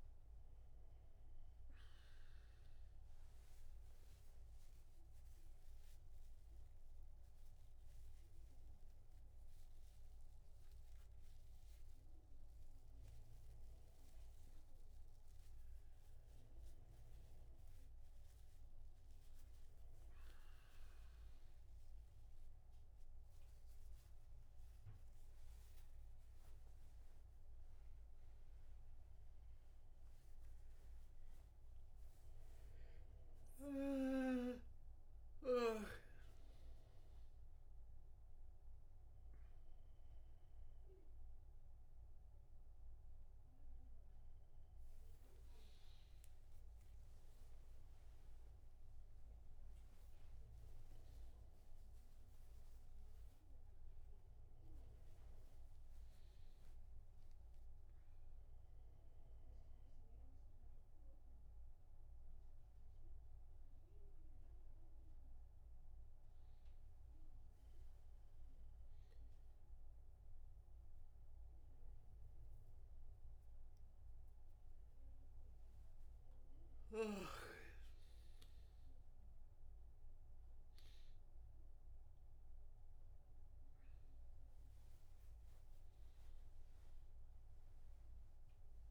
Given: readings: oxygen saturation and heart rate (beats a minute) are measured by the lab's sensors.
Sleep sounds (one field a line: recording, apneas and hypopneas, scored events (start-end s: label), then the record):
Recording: a person awake in a sleep study, by a room microphone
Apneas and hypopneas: none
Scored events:
none scored
From the record:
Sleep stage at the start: awake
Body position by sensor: on the back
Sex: male